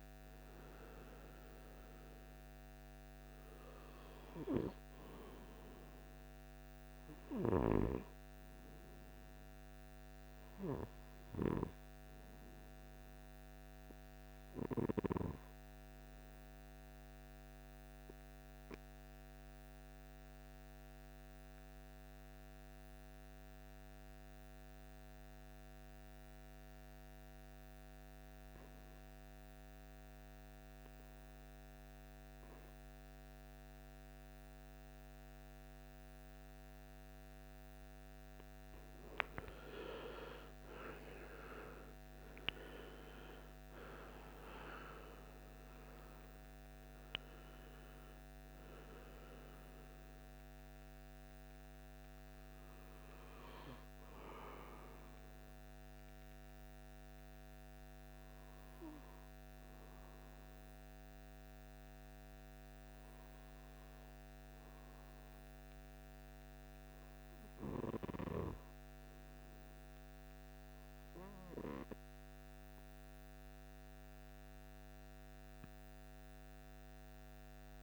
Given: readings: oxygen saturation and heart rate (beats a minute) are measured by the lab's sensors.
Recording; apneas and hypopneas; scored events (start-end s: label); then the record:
breathing in sleep by a microphone on the trachea; 2
15.50-36.50 s: obstructive apnea (oxygen 96% before, 91% lowest, heart rate 63 before, 53 extreme, up 22 after)
39.50-45.00 s: arousal
44.00-63.00 s: oxygen desaturation (device-marked, oxygen 97% before, 91% lowest, heart rate 59 before, 52 extreme)
54.50-71.50 s: hypopnea (oxygen 98% before, 88% lowest, heart rate 67 before, 52 extreme, up 5 after)
75.00-77.83 s: arousal
From the record:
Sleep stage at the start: REM sleep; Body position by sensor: on the right side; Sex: male